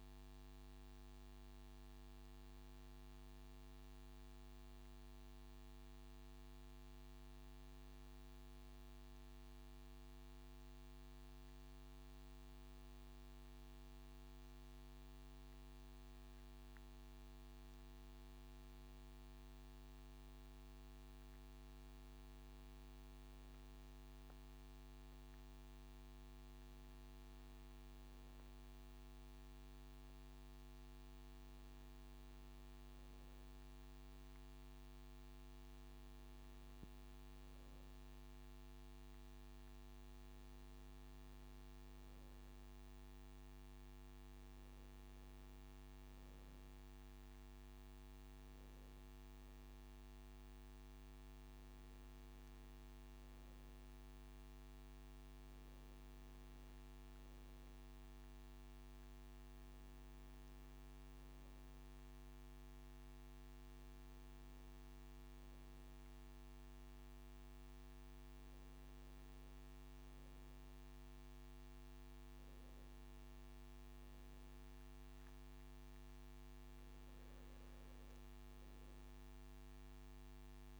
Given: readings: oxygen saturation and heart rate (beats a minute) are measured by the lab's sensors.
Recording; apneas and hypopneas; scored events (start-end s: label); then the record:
breathing in sleep, hard to hear, by a microphone on the trachea; none
none scored
From the record:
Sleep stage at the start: N2 (light sleep); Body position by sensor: on the right side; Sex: male